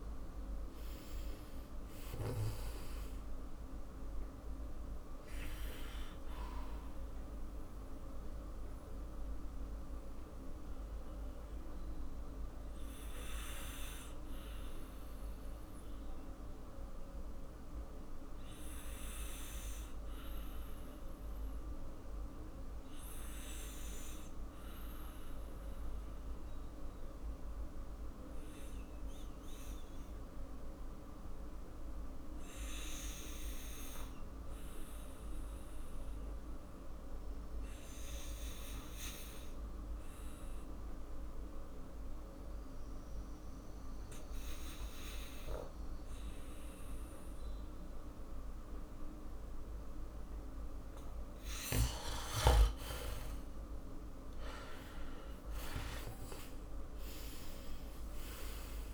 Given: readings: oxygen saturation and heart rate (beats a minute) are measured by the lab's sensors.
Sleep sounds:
breathing in sleep, hard to hear, by a room microphone; 1
8.50-50.00 s: obstructive apnea (oxygen 95% before, 86% lowest, heart rate 61 before, 50 extreme, up 7 after)
14.00-27.00 s: oxygen desaturation (device-marked, oxygen 95% before, 87% lowest, heart rate 61 before, 53 extreme)
50.00-58.93 s: oxygen desaturation (device-marked, oxygen 97% before, 86% lowest, heart rate 54 before, 50 extreme)
53.00-57.50 s: arousal
From the record:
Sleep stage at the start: N2 (light sleep); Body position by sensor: on the back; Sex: male

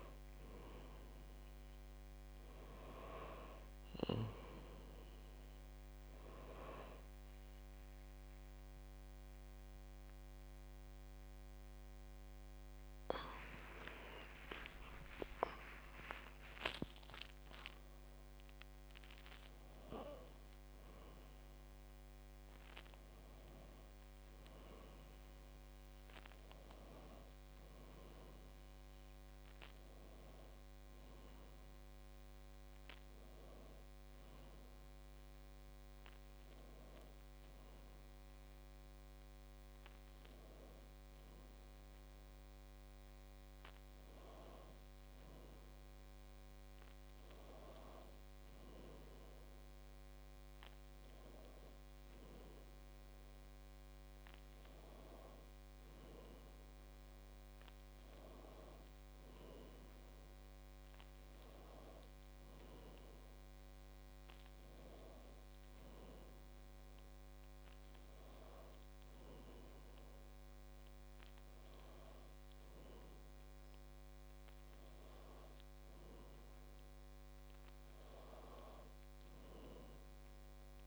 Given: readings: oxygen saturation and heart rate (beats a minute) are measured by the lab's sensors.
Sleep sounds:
breathing in sleep by a microphone on the trachea; none
14.50-19.50 s: arousal
From the record:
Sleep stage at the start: N1 (lightest sleep); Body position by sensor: on the back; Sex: female

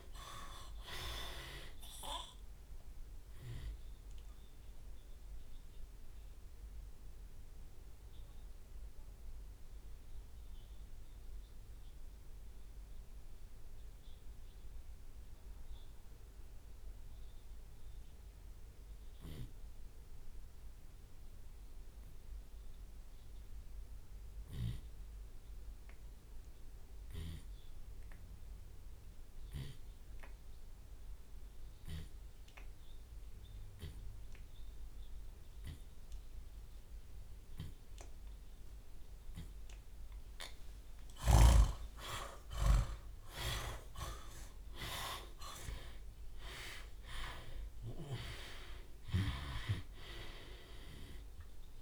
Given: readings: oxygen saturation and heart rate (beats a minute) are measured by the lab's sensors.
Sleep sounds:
breathing in sleep by a room microphone; 1
0.00-1.00 s: long interval between heartbeats (device-marked, heart rate 105 extreme)
0.00-2.50 s: tachycardia (device-marked, heart rate 137 extreme)
0.00-14.50 s: drop in pulse transit time (device-marked, heart rate 56 extreme)
2.00-4.00 s: long interval between heartbeats (device-marked, heart rate 113 before, 115 extreme)
5.50-40.00 s: obstructive apnea (oxygen 98% before, 80% lowest, heart rate 121 before, 47 extreme, up 54 after)
19.00-21.00 s: long interval between heartbeats (device-marked, heart rate 82 before, 65 extreme)
20.50-31.50 s: oxygen desaturation (device-marked, oxygen 97% before, 84% lowest, heart rate 78 before, 54 extreme)
27.00-29.00 s: long interval between heartbeats (device-marked, heart rate 62 before, 61 extreme)
30.00-32.00 s: long interval between heartbeats (device-marked, heart rate 61 before, 80 extreme)
32.50-34.50 s: long interval between heartbeats (device-marked, heart rate 65 before, 98 extreme)
34.50-36.50 s: long interval between heartbeats (device-marked, heart rate 69 before, 100 extreme)
34.50-42.50 s: tachycardia (device-marked, heart rate 82 before, 148 extreme)
38.00-40.00 s: long interval between heartbeats (device-marked, heart rate 76 before, 117 extreme)
41.00-43.00 s: long interval between heartbeats (device-marked, heart rate 85 before, 138 extreme)
41.00-46.50 s: arousal
41.50-42.50 s: drop in pulse transit time (device-marked, heart rate 89 before, 148 extreme)
49.00-51.00 s: long interval between heartbeats (device-marked, heart rate 106 before, 54 extreme)
49.50-51.82 s: drop in pulse transit time (device-marked, heart rate 105 before, 47 extreme)
From the record:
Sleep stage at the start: N2 (light sleep); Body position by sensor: on the left side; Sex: male

